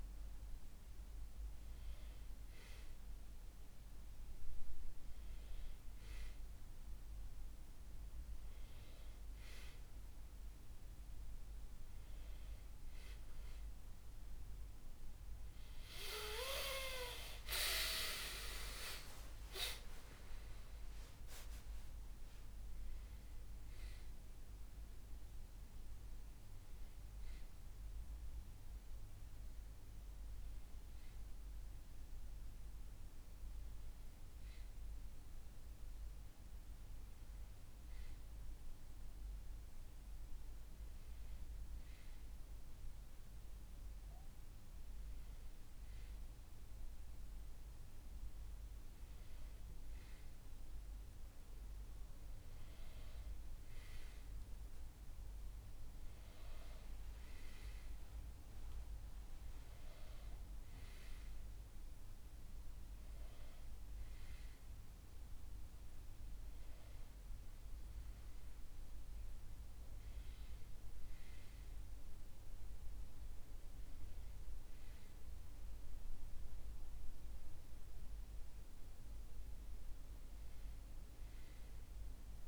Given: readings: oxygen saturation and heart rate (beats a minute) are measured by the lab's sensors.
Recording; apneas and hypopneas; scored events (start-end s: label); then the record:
breathing in sleep by a room microphone; none
13.00-82.48 s: new sleep stage, N1 (lightest sleep)
15.00-20.50 s: arousal
From the record:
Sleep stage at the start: N2 (light sleep); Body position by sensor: on the back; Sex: male